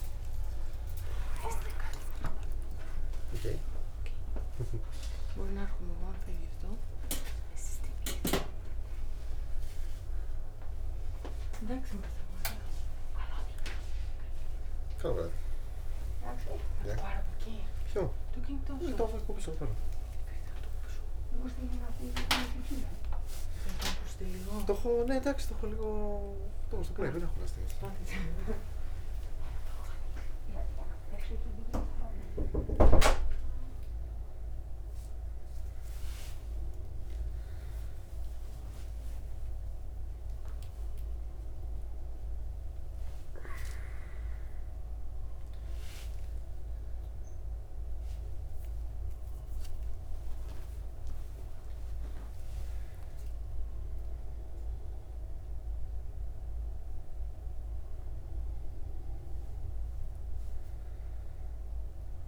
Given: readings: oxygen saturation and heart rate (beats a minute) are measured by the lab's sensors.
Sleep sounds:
a person awake in a sleep study, by a room microphone; none
none scored
From the record:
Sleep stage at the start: awake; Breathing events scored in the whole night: 264 in 7.4 hours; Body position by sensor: on the back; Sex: male

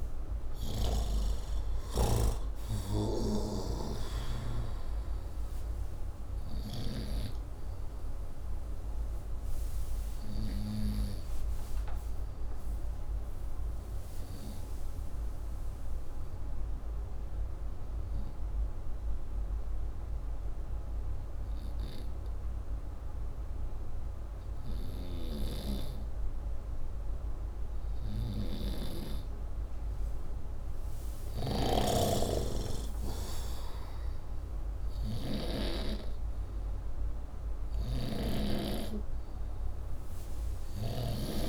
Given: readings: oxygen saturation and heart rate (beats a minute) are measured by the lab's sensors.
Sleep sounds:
breathing in sleep by a room microphone; 1
12.00-29.00 s: hypopnea (oxygen 96% before, 91% lowest, heart rate 66 before, 60 extreme, up 7 after)
30.00-34.00 s: arousal
31.00-35.50 s: snoring (device-marked)
36.50-41.49 s: oxygen desaturation (device-marked, oxygen 98% before, 91% lowest, heart rate 64 before, 60 extreme)
37.50-41.00 s: snoring (device-marked)
From the record:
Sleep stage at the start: N2 (light sleep); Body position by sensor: upright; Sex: male

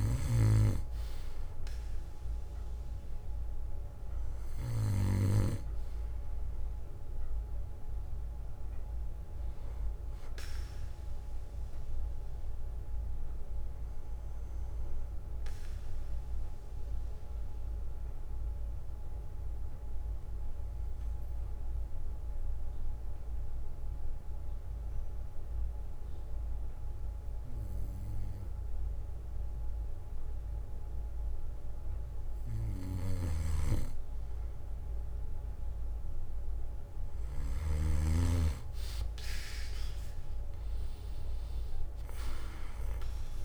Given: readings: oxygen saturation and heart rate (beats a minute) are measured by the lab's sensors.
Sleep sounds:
breathing in sleep by a room microphone; 1
7.50-9.50 s: bradycardia (device-marked, heart rate 61 before, 59 extreme)
16.00-31.00 s: obstructive apnea (oxygen 96% before, 92% lowest, heart rate 62 before, 50 extreme, up 11 after)
17.50-24.50 s: bradycardia (device-marked, heart rate 61 before, 50 extreme)
25.50-27.50 s: bradycardia (device-marked, heart rate 61 before, 54 extreme)
28.50-30.50 s: bradycardia (device-marked, heart rate 61 before, 58 extreme)
31.50-35.50 s: bradycardia (device-marked, heart rate 61 before, 56 extreme)
35.50-38.50 s: arousal
From the record:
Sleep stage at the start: N2 (light sleep); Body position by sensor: on the back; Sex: male

